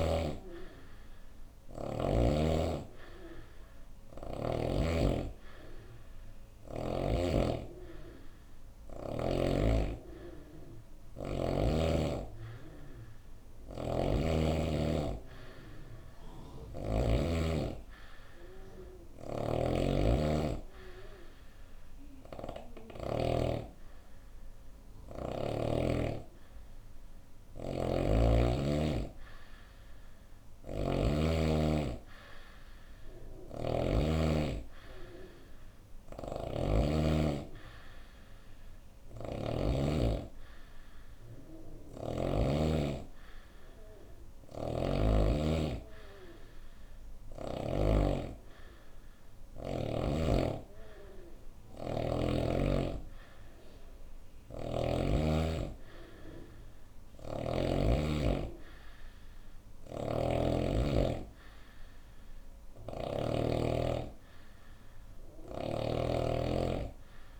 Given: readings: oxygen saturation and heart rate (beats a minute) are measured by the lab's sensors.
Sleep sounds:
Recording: breathing in sleep by a room microphone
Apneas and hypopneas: none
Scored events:
18.50-22.50 s: snoring (device-marked)
27.00-30.50 s: snoring (device-marked)
32.50-39.00 s: snoring (device-marked)
43.50-47.00 s: snoring (device-marked)
59.00-62.50 s: snoring (device-marked)
64.50-67.40 s: snoring (device-marked)
From the record:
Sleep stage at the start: N2 (light sleep)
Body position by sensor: on the right side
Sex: female

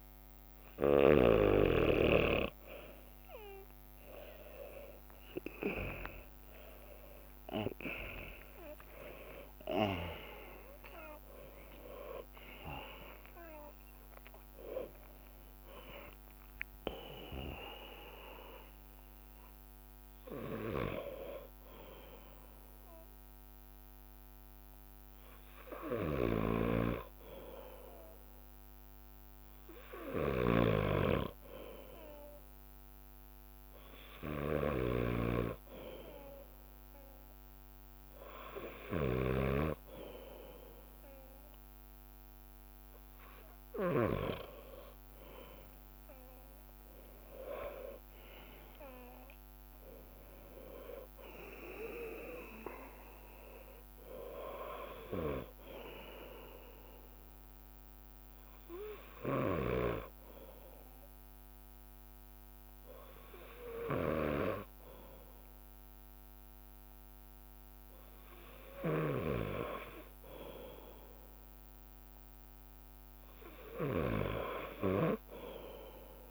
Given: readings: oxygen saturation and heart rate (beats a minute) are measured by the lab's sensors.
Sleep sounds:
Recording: breathing in sleep by a microphone on the trachea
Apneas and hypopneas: none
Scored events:
0.00-2.00 s: snoring (device-marked)
7.00-12.50 s: arousal
8.50-10.50 s: long interval between heartbeats (device-marked, heart rate 62 before, 90 extreme)
15.00-24.50 s: leg movement (device-marked)
26.00-29.00 s: bradycardia (device-marked, heart rate 64 before, 60 extreme)
27.00-33.50 s: leg movement (device-marked)
35.00-43.00 s: bradycardia (device-marked, heart rate 64 before, 58 extreme)
44.50-52.50 s: leg movement (device-marked)
45.00-49.00 s: arousal
53.50-55.00 s: leg movement (device-marked)
54.00-76.31 s: bradycardia (device-marked, heart rate 64 before, 56 extreme)
69.00-76.31 s: drop in pulse transit time (device-marked, heart rate 60 before, 56 extreme)
From the record:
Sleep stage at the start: N2 (light sleep)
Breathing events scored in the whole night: 150 in 4.4 hours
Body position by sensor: on the left side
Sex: male

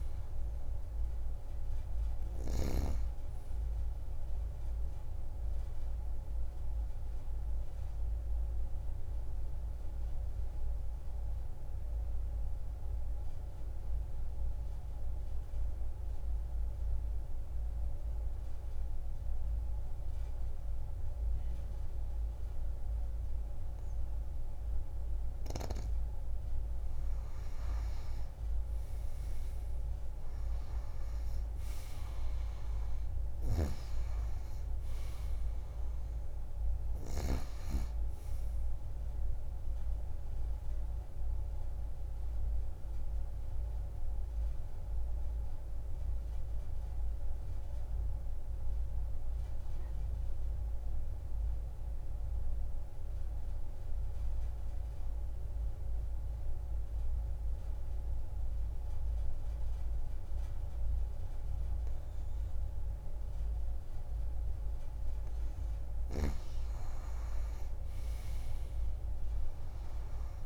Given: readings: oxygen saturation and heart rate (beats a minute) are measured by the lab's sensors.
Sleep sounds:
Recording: breathing in sleep, hard to hear, by a room microphone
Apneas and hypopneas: 2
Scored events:
0.00-14.50 s: oxygen desaturation (device-marked, oxygen 89% lowest)
6.00-25.50 s: obstructive apnea (oxygen 98% before, 87% lowest)
27.50-30.50 s: arousal
27.50-55.50 s: oxygen desaturation (device-marked, oxygen 97% before, 89% lowest)
40.00-64.00 s: obstructive apnea (oxygen 97% before, 87% lowest)
66.50-70.46 s: arousal
67.50-70.46 s: oxygen desaturation (device-marked, oxygen 98% before, 87% lowest)
From the record:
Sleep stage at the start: N2 (light sleep)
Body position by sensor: on the back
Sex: female

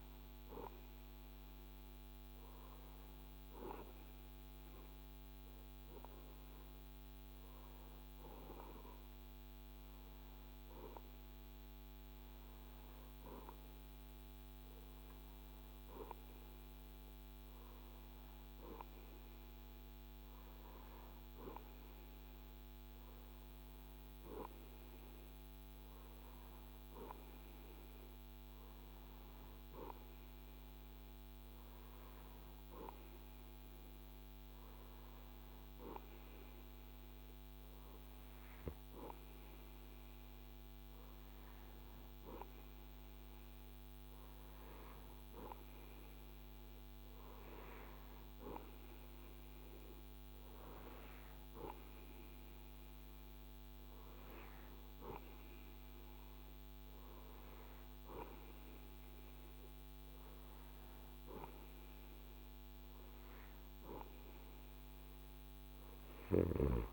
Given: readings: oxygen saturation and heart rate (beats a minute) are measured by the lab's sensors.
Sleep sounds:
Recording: breathing in sleep by a microphone on the trachea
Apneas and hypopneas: none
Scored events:
65.50-66.93 s: snoring (device-marked)
From the record:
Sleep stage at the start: REM sleep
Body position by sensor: on the right side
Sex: male

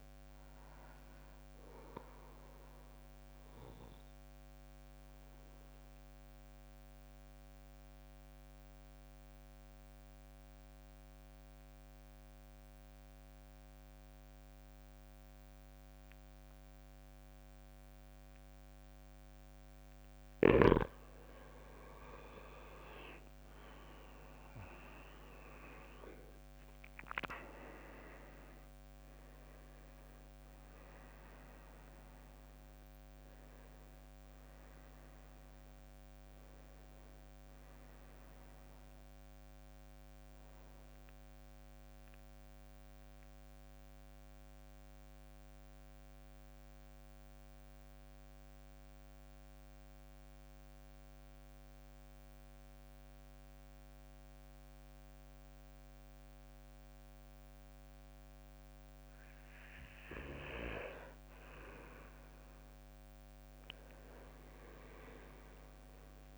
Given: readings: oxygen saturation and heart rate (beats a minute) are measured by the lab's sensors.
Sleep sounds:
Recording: breathing in sleep by a microphone on the trachea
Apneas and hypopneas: 2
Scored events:
0.00-8.50 s: oxygen desaturation (device-marked, oxygen 90% lowest, heart rate 54 extreme)
1.50-21.50 s: mixed apnea (oxygen 97% before, 90% lowest, heart rate 64 before, 54 extreme, up 16 after)
20.50-49.50 s: oxygen desaturation (device-marked, oxygen 97% before, 91% lowest, heart rate 58 before, 53 extreme)
22.50-37.50 s: drop in pulse transit time (device-marked, heart rate 59 before, 61 extreme)
23.00-27.00 s: arousal
42.00-59.00 s: central apnea (oxygen 97% before, 91% lowest, heart rate 67 before, 50 extreme, up 13 after)
63.00-66.38 s: arousal
63.50-66.38 s: oxygen desaturation (device-marked, oxygen 99% before, 92% lowest, heart rate 56 before, 50 extreme)
From the record:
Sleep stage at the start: N2 (light sleep)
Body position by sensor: on the back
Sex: male

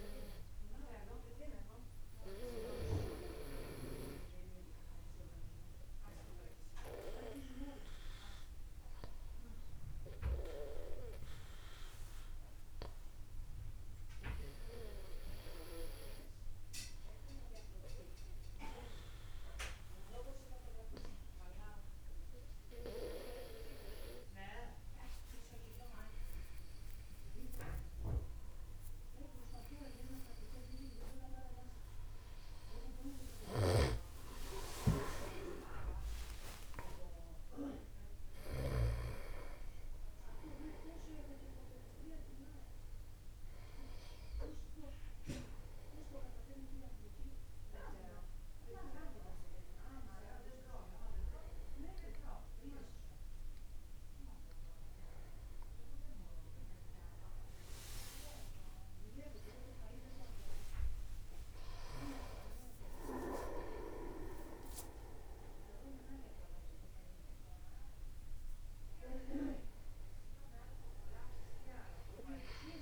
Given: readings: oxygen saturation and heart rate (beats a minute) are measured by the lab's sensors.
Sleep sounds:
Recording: a person awake in a sleep study, by a room microphone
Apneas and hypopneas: none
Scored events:
24.50-72.82 s: new sleep stage, awake
31.00-33.00 s: long interval between heartbeats (device-marked, heart rate 53 before, 62 extreme)
33.50-35.50 s: long interval between heartbeats (device-marked, heart rate 54 before, 68 extreme)
34.00-39.50 s: snoring (device-marked)
35.50-37.50 s: long interval between heartbeats (device-marked, heart rate 57 before, 114 extreme)
62.00-64.00 s: long interval between heartbeats (device-marked, heart rate 55 before, 61 extreme)
65.50-67.50 s: long interval between heartbeats (device-marked, heart rate 55 before, 79 extreme)
From the record:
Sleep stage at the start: N2 (light sleep)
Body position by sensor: upright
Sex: male

